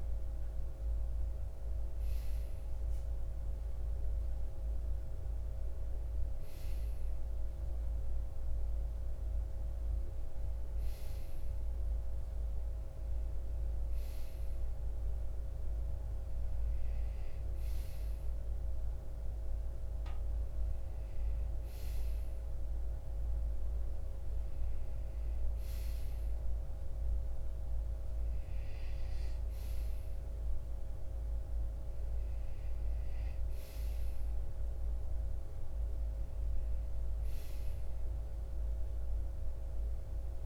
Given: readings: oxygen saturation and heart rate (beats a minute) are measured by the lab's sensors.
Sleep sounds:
breathing in sleep, hard to hear, by a room microphone; none
2.50-40.46 s: new sleep stage, REM sleep
From the record:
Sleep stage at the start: N2 (light sleep); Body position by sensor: on the right side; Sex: male

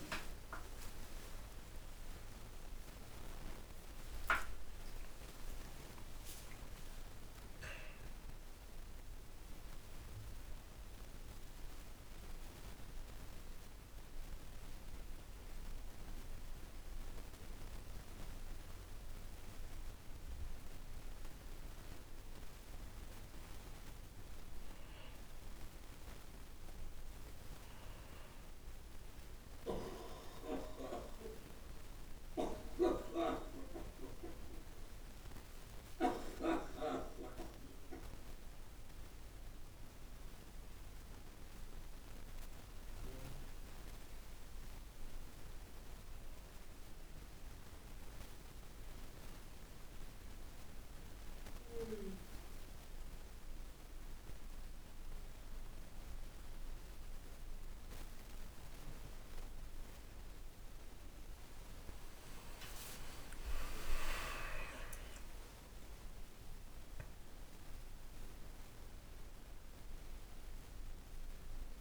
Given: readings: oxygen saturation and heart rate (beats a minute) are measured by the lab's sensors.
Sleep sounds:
breathing in sleep by a room microphone; 2
0.00-4.50 s: oxygen desaturation (device-marked, oxygen 91% lowest, heart rate 55 extreme)
4.00-8.00 s: arousal
16.00-28.00 s: obstructive apnea (oxygen 96% before, 92% lowest, heart rate 69 before, 55 extreme, up 9 after)
30.50-51.50 s: oxygen desaturation (device-marked, oxygen 98% before, 92% lowest, heart rate 60 before, 56 extreme)
31.00-34.50 s: arousal
43.50-55.00 s: hypopnea (oxygen 98% before, 93% lowest, heart rate 60 before, 56 extreme, up 10 after)
62.00-67.00 s: arousal
From the record:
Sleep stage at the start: N2 (light sleep); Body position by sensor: on the back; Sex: male

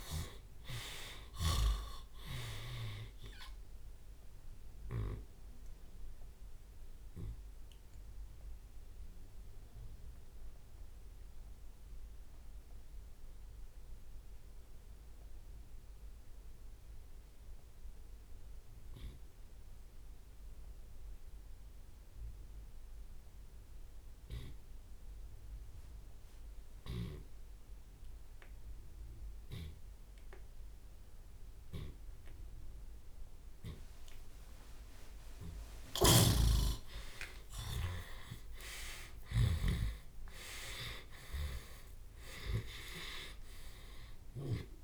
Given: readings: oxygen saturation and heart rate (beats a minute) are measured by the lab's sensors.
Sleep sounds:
breathing in sleep by a room microphone; 1
0.00-1.00 s: arousal
0.00-1.50 s: tachycardia (device-marked, heart rate 168 extreme)
0.00-14.50 s: drop in pulse transit time (device-marked, heart rate 59 extreme)
5.50-35.00 s: obstructive apnea (oxygen 97% before, 74% lowest)
21.50-34.50 s: oxygen desaturation (device-marked, oxygen 97% before, 74% lowest)
29.50-31.50 s: long interval between heartbeats (device-marked, heart rate 59 before, 75 extreme)
34.50-44.83 s: drop in pulse transit time (device-marked, heart rate 63 before, 76 extreme)
35.50-39.50 s: tachycardia (device-marked, heart rate 77 before, 106 extreme)
36.00-40.00 s: snoring (device-marked)
36.00-42.00 s: arousal
41.50-43.50 s: long interval between heartbeats (device-marked, heart rate 76 before, 97 extreme)
From the record:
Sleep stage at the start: N2 (light sleep); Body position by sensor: on the left side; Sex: male

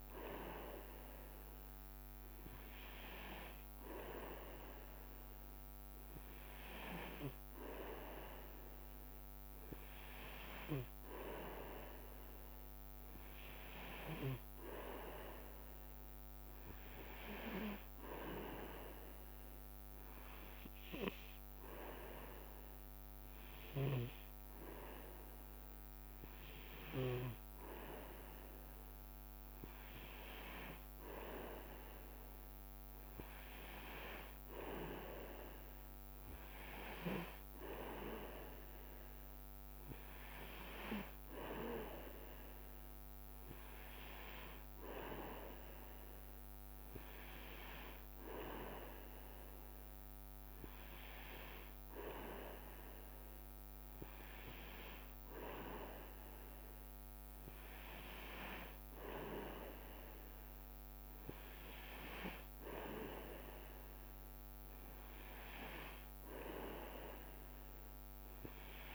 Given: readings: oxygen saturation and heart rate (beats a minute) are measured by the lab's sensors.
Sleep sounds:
breathing in sleep by a microphone on the trachea; none
19.00-20.50 s: leg movement (device-marked)
31.00-33.50 s: leg movement (device-marked)
34.50-37.00 s: leg movement (device-marked)
39.00-41.50 s: leg movement (device-marked)
45.00-47.50 s: leg movement (device-marked)
52.00-54.50 s: leg movement (device-marked)
59.50-61.50 s: leg movement (device-marked)
68.00-68.50 s: leg movement (device-marked)
From the record:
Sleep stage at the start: N2 (light sleep); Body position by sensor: on the back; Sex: male

